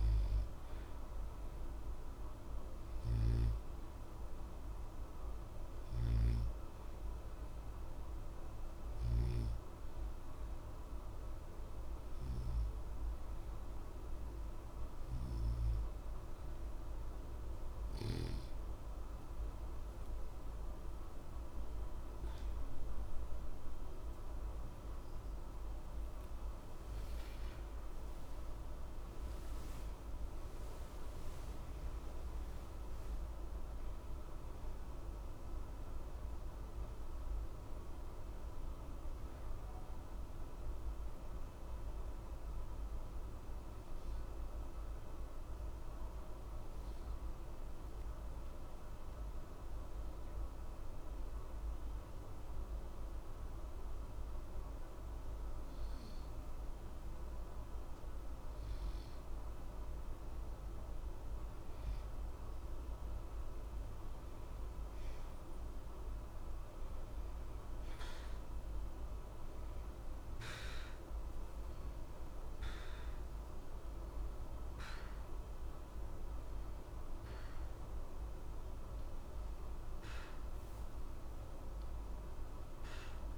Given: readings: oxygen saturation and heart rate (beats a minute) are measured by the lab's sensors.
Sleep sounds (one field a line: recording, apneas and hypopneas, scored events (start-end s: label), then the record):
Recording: breathing in sleep, hard to hear, by a room microphone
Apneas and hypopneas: 2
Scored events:
0.00-14.00 s: oxygen desaturation (device-marked, oxygen 88% lowest, heart rate 60 extreme)
2.00-16.50 s: obstructive apnea (oxygen 93% before, 88% lowest, heart rate 61 before, 60 extreme, up 1 after)
25.00-29.00 s: arousal
42.50-59.50 s: obstructive apnea (oxygen 92% before, 87% lowest, heart rate 66 before, 60 extreme, up 2 after)
61.50-65.50 s: arousal
74.00-83.38 s: oxygen desaturation (device-marked, oxygen 93% before, 87% lowest, heart rate 61 before, 60 extreme)
From the record:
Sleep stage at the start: N2 (light sleep)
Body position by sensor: on the back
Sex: male